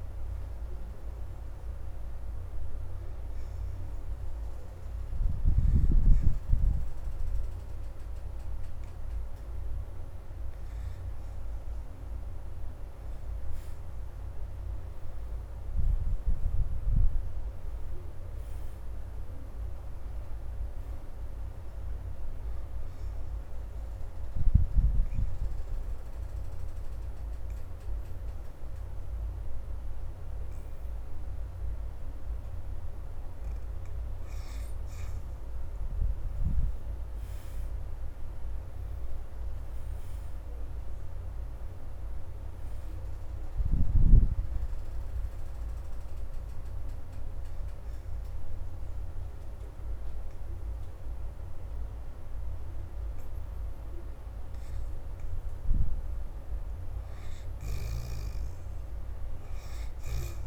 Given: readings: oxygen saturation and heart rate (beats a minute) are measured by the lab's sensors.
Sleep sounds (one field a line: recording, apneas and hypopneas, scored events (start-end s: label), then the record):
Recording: breathing in sleep, hard to hear, by a room microphone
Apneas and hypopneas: 3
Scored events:
0.00-11.50 s: oxygen desaturation (device-marked, oxygen 65% lowest, heart rate 71 extreme)
2.00-13.00 s: hypopnea (oxygen 81% before, 65% lowest, heart rate 79 before, 71 extreme, up 9 after)
14.50-18.50 s: arousal
20.50-38.50 s: oxygen desaturation (device-marked, oxygen 87% before, 71% lowest, heart rate 73 before, 71 extreme)
23.00-34.50 s: obstructive apnea (oxygen 87% before, 67% lowest, heart rate 74 before, 71 extreme, up 6 after)
37.50-43.00 s: arousal
45.50-60.47 s: oxygen desaturation (device-marked, oxygen 84% before, 67% lowest, heart rate 76 before, 71 extreme)
46.00-56.00 s: obstructive apnea (oxygen 86% before, 66% lowest, heart rate 76 before, 71 extreme, up 4 after)
From the record:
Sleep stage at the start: N2 (light sleep)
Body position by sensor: on the left side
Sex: female